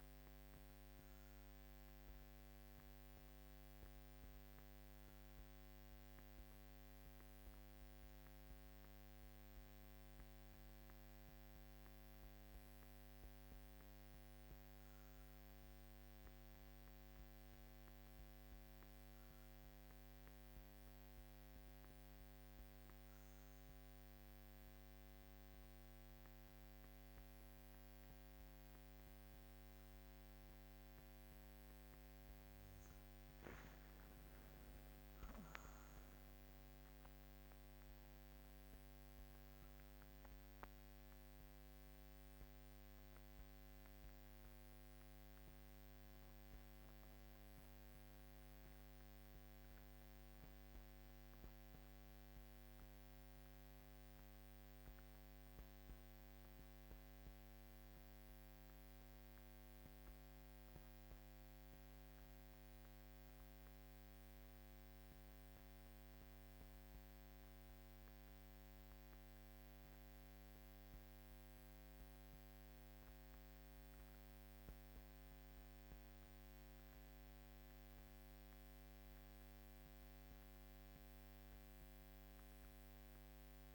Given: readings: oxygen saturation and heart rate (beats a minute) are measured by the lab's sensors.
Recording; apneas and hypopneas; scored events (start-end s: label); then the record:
breathing in sleep, hard to hear, by a microphone on the trachea; 1
3.00-30.00 s: hypopnea (oxygen 98% before, 94% lowest, heart rate 55 before, 57 extreme, up 7 after)
34.00-39.50 s: arousal
From the record:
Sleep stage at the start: REM sleep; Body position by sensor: on the back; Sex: female